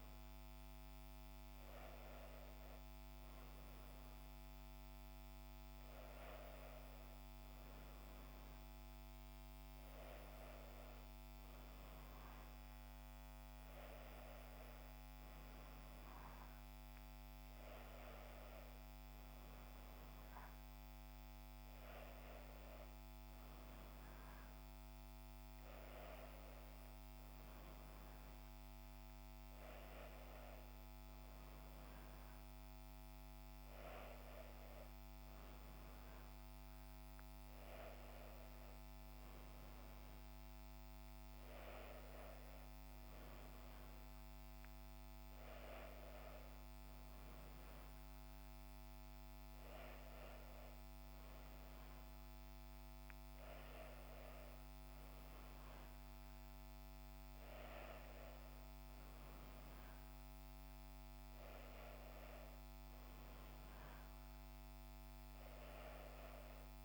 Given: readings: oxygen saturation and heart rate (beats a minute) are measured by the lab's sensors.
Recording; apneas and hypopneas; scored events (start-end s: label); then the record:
breathing in sleep, hard to hear, by a microphone on the trachea; none
none scored
From the record:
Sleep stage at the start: N1 (lightest sleep); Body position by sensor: on the back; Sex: female